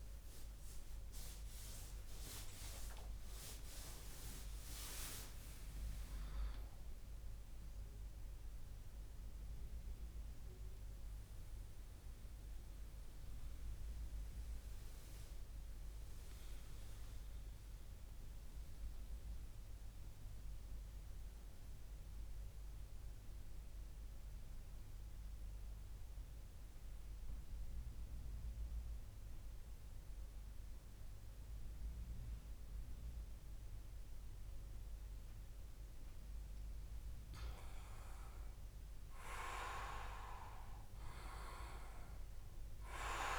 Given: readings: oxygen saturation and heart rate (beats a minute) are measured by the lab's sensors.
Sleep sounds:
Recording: breathing in sleep by a room microphone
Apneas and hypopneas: 1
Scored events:
0.00-4.00 s: arousal
9.00-36.00 s: obstructive apnea (oxygen 95% before, 93% lowest)
37.00-40.50 s: arousal
42.00-43.39 s: oxygen desaturation (device-marked, oxygen 100% before, 96% lowest)
From the record:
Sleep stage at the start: REM sleep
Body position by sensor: on the back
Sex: male

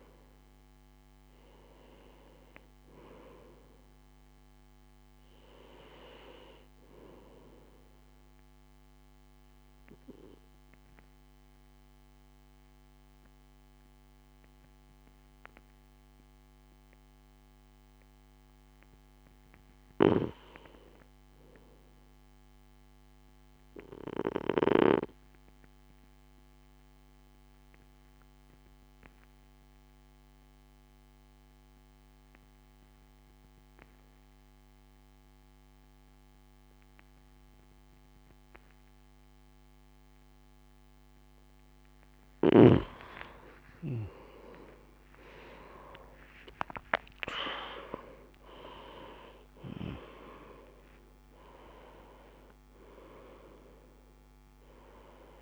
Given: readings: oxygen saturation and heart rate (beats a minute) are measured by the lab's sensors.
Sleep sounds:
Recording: breathing in sleep by a microphone on the trachea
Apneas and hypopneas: 1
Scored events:
24.00-42.00 s: obstructive apnea (oxygen 96% before, 89% lowest, heart rate 56 before, 55 extreme, up 31 after)
43.00-47.50 s: arousal
43.00-55.42 s: oxygen desaturation (device-marked, oxygen 94% before, 90% lowest, heart rate 57 before, 59 extreme)
51.00-55.42 s: new sleep stage, N2 (light sleep)
From the record:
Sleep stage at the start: REM sleep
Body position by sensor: on the right side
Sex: male

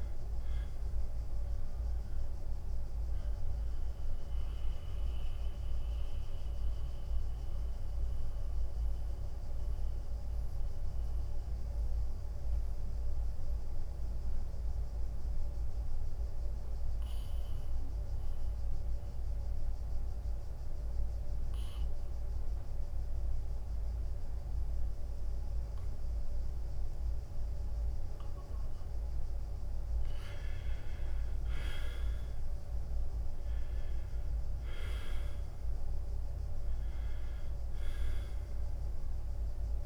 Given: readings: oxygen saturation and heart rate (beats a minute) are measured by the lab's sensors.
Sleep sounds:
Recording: breathing in sleep, hard to hear, by a room microphone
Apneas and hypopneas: 1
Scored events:
0.00-6.50 s: drop in pulse transit time (device-marked, heart rate 81 extreme)
0.00-19.50 s: oxygen desaturation (device-marked, oxygen 89% lowest, heart rate 80 extreme)
3.00-29.00 s: mixed apnea (oxygen 98% before, 88% lowest, heart rate 82 before, 80 extreme, up 5 after)
32.00-36.50 s: arousal
32.50-39.86 s: drop in pulse transit time (device-marked, heart rate 82 before, 81 extreme)
From the record:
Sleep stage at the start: N2 (light sleep)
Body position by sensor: on the back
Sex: male

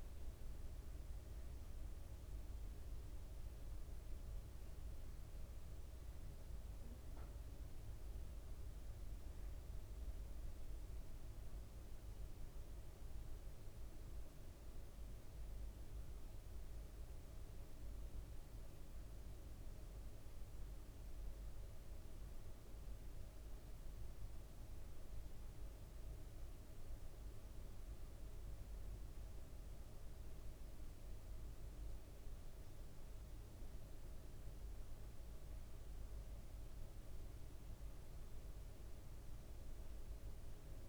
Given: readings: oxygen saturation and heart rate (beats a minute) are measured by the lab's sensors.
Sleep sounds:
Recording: a person awake in a sleep study, hard to hear, by a room microphone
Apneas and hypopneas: none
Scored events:
none scored
From the record:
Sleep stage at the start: awake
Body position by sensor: on the right side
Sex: male

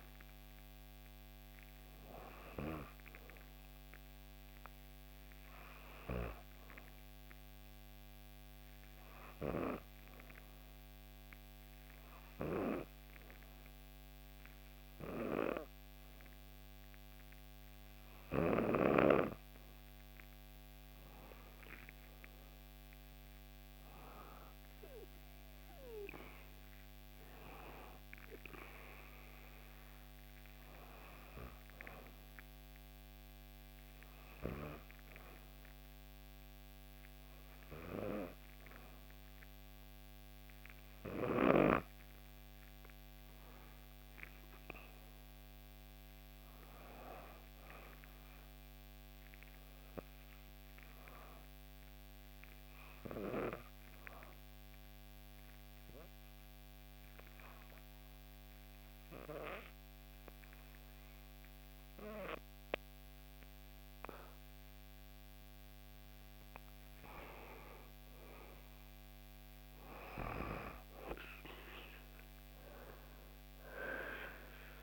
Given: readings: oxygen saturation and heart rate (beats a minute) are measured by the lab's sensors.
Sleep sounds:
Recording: breathing in sleep by a microphone on the trachea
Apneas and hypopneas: 3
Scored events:
0.00-10.00 s: oxygen desaturation (device-marked, oxygen 91% lowest, heart rate 60 extreme)
6.50-19.00 s: obstructive apnea (oxygen 96% before, 91% lowest, heart rate 64 before, 59 extreme, up 6 after)
19.00-23.50 s: arousal
30.50-42.00 s: hypopnea (oxygen 96% before, 89% lowest, heart rate 62 before, 59 extreme, up 5 after)
44.00-47.00 s: arousal
49.50-65.00 s: obstructive apnea (oxygen 96% before, 89% lowest, heart rate 62 before, 60 extreme, up 5 after)
67.00-71.00 s: arousal
72.00-74.83 s: oxygen desaturation (device-marked, oxygen 95% before, 89% lowest, heart rate 62 before, 60 extreme)
From the record:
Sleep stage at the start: N2 (light sleep)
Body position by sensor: on the back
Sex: female

